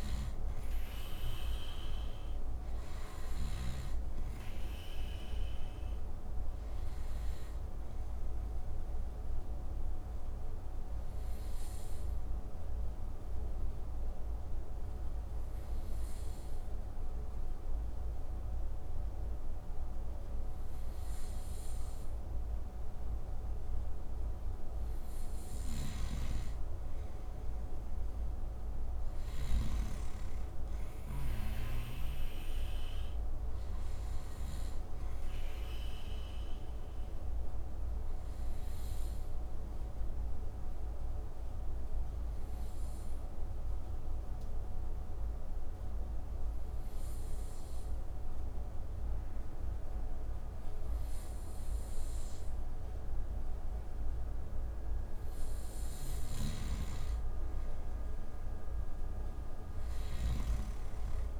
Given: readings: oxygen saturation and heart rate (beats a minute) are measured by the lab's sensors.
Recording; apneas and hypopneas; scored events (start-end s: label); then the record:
breathing in sleep, hard to hear, by a room microphone; 2
3.50-24.50 s: oxygen desaturation (device-marked, oxygen 95% before, 90% lowest)
7.50-23.00 s: obstructive apnea (oxygen 95% before, 90% lowest)
25.00-29.00 s: arousal
25.00-29.00 s: snoring (device-marked)
34.50-54.00 s: obstructive apnea (oxygen 96% before, 90% lowest)
37.50-51.50 s: oxygen desaturation (device-marked, oxygen 96% before, 90% lowest)
55.50-60.00 s: snoring (device-marked)
56.00-58.50 s: arousal
59.50-61.40 s: oxygen desaturation (device-marked, oxygen 96% before, 90% lowest)
From the record:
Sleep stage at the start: N2 (light sleep); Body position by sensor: on the right side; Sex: male